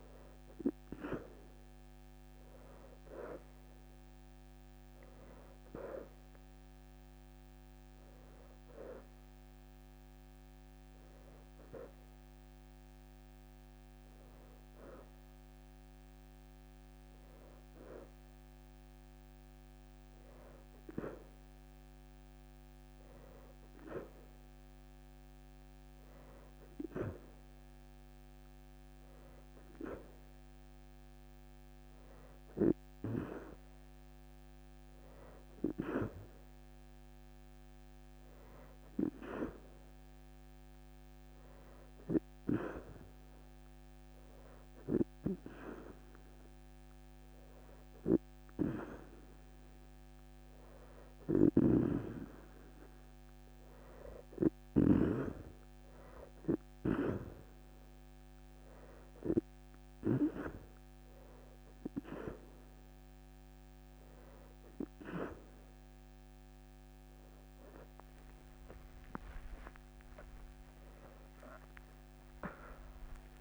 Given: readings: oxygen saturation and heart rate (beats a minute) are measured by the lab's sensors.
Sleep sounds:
breathing in sleep by a microphone on the trachea; 1
17.00-27.00 s: oxygen desaturation (device-marked, oxygen 90% before, 87% lowest, heart rate 66 before, 52 extreme)
32.50-34.00 s: leg movement (device-marked)
36.00-40.00 s: leg movement (device-marked)
40.50-51.00 s: hypopnea (oxygen 92% before, 87% lowest, heart rate 61 before, 48 extreme, up 6 after)
50.50-54.50 s: snoring (device-marked)
60.00-71.00 s: oxygen desaturation (device-marked, oxygen 90% before, 87% lowest, heart rate 61 before, 50 extreme)
67.50-73.00 s: arousal
69.00-73.41 s: leg movement (device-marked)
From the record:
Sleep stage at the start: N2 (light sleep); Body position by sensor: on the right side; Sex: female

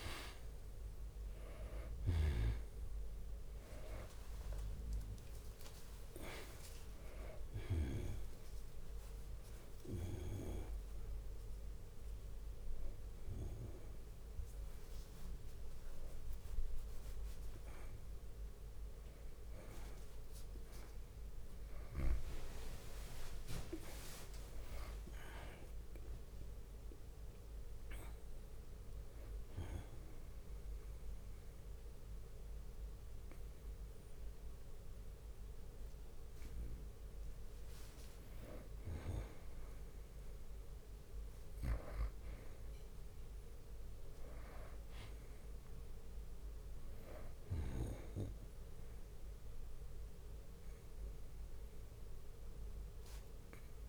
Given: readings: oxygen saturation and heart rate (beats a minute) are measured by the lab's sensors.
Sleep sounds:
breathing in sleep by a room microphone; 1
0.00-2.00 s: arousal
0.00-9.00 s: drop in pulse transit time (device-marked, heart rate 64 extreme)
0.00-23.00 s: oxygen desaturation (device-marked, oxygen 91% lowest, heart rate 64 extreme)
6.00-9.00 s: tachycardia (device-marked, heart rate 68 before, 100 extreme)
6.50-8.50 s: long interval between heartbeats (device-marked, heart rate 66 before, 100 extreme)
10.00-12.00 s: long interval between heartbeats (device-marked, heart rate 74 before, 107 extreme)
10.00-23.00 s: hypopnea (oxygen 98% before, 91% lowest, heart rate 74 before, 64 extreme, up 10 after)
19.50-21.50 s: long interval between heartbeats (device-marked, heart rate 83 before, 74 extreme)
21.00-53.89 s: new sleep stage, N2 (light sleep)
25.00-29.50 s: arousal
30.50-32.50 s: long interval between heartbeats (device-marked, heart rate 77 before, 70 extreme)
51.00-53.89 s: oxygen desaturation (device-marked, oxygen 96% before, 93% lowest, heart rate 67 before, 60 extreme)
From the record:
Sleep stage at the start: N1 (lightest sleep); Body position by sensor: on the back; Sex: male

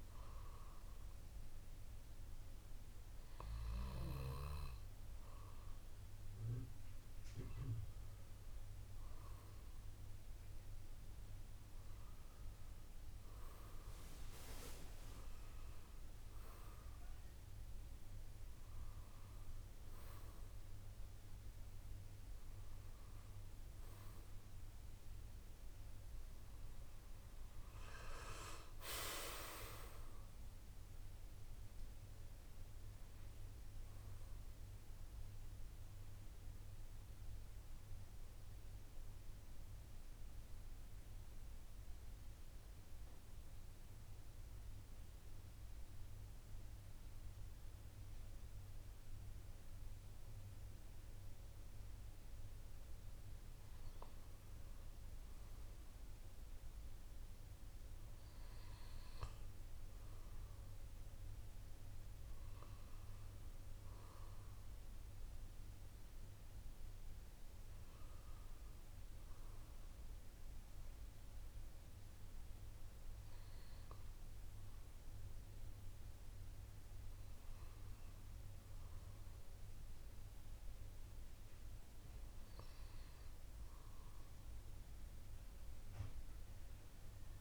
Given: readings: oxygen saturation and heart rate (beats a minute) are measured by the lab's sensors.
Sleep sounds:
breathing in sleep by a room microphone; 1
28.00-32.00 s: arousal
39.50-52.50 s: central apnea (oxygen 97% before, 95% lowest, heart rate 57 before, 46 extreme, up 7 after)
54.50-58.00 s: arousal
62.50-74.50 s: oxygen desaturation (device-marked, oxygen 99% before, 95% lowest, heart rate 50 before, 49 extreme)
From the record:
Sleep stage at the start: N2 (light sleep); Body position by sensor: on the left side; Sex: male

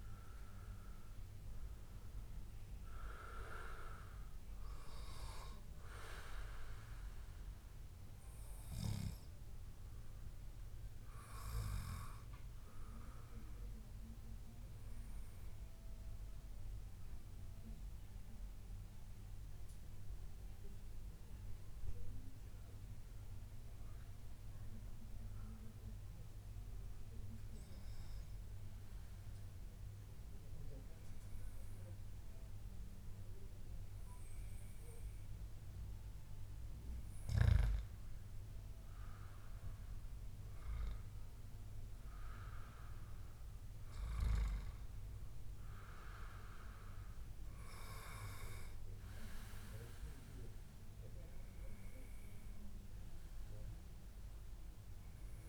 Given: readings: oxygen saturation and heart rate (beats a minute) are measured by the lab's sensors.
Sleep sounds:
breathing in sleep by a room microphone; none
0.50-22.50 s: oxygen desaturation (device-marked, oxygen 97% before, 93% lowest, heart rate 144 before, 98 extreme)
17.00-19.00 s: long interval between heartbeats (device-marked, heart rate 143 before, 136 extreme)
20.50-22.50 s: long interval between heartbeats (device-marked, heart rate 142 before, 107 extreme)
From the record:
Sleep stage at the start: N2 (light sleep); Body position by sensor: on the back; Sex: male

